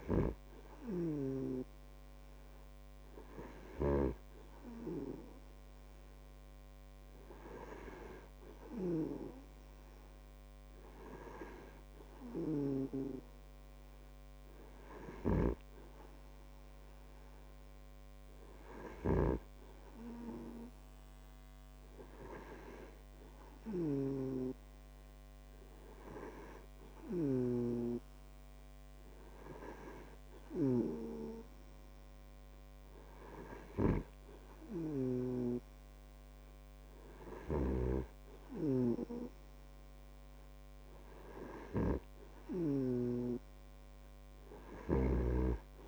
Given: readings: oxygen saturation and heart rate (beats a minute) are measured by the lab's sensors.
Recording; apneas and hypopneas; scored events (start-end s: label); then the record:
breathing in sleep by a microphone on the trachea; none
0.50-4.50 s: snoring (device-marked)
27.50-45.88 s: snoring (device-marked)
From the record:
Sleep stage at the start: N2 (light sleep); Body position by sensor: on the back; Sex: male